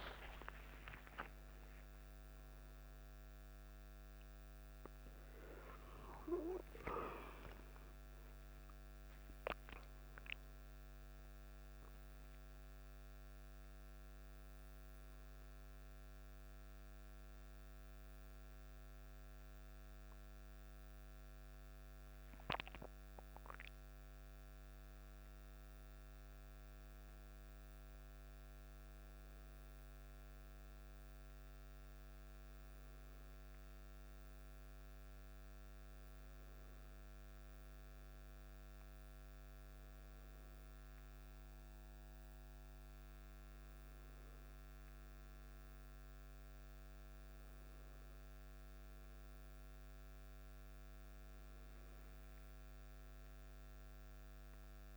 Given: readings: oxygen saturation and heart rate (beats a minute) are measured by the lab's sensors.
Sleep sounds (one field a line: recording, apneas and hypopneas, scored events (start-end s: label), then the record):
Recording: a person partly awake in a sleep study, by a microphone on the trachea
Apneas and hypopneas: none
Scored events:
12.00-54.97 s: new sleep stage, N1 (lightest sleep)
From the record:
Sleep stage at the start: awake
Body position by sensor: on the back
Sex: male